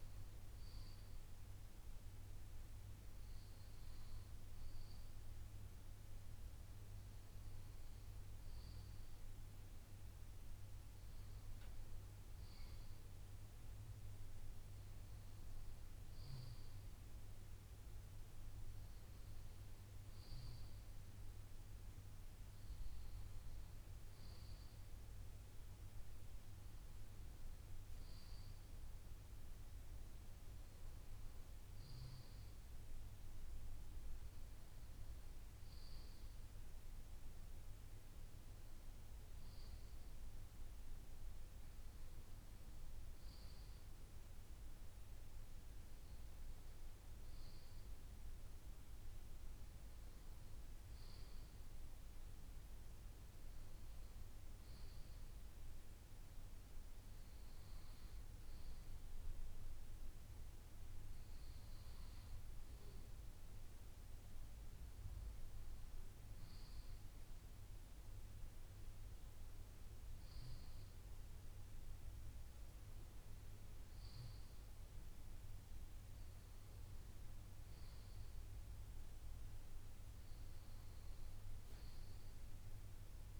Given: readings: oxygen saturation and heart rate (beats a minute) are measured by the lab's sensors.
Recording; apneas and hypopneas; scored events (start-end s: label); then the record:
breathing in sleep, hard to hear, by a room microphone; none
none scored
From the record:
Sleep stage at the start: N2 (light sleep); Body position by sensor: on the left side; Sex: male